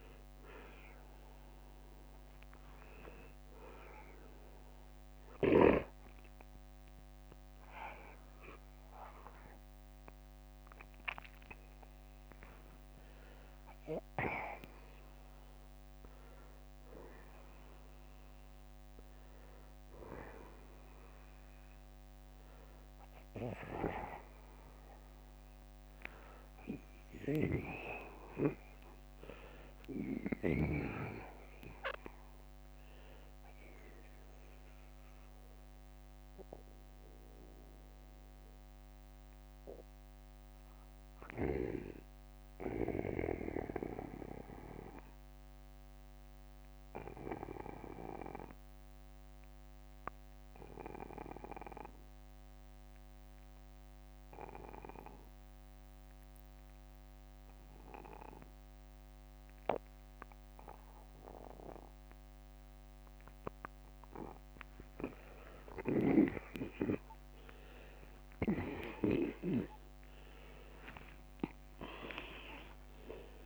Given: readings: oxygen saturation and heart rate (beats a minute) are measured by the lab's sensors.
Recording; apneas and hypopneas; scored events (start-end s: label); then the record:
breathing in sleep by a microphone on the trachea; 1
0.00-17.50 s: oxygen desaturation (device-marked, oxygen 75% lowest, heart rate 50 extreme)
12.00-14.00 s: long interval between heartbeats (device-marked, heart rate 72 before, 75 extreme)
15.00-17.00 s: long interval between heartbeats (device-marked, heart rate 73 before, 79 extreme)
25.50-29.50 s: arousal
28.50-30.50 s: long interval between heartbeats (device-marked, heart rate 69 before, 63 extreme)
32.50-63.00 s: mixed apnea (oxygen 97% before, 86% lowest, heart rate 69 before, 44 extreme, up 21 after)
43.50-45.50 s: long interval between heartbeats (device-marked, heart rate 64 before, 56 extreme)
48.50-50.50 s: long interval between heartbeats (device-marked, heart rate 60 before, 54 extreme)
60.50-62.50 s: long interval between heartbeats (device-marked, heart rate 51 before, 53 extreme)
63.50-73.46 s: oxygen desaturation (device-marked, oxygen 95% before, 86% lowest, heart rate 50 before, 44 extreme)
66.50-71.00 s: arousal
68.50-70.50 s: long interval between heartbeats (device-marked, heart rate 49 before, 53 extreme)
69.50-71.50 s: tachycardia (device-marked, heart rate 60 before, 67 extreme)
From the record:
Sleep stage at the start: N1 (lightest sleep); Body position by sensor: on the back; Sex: male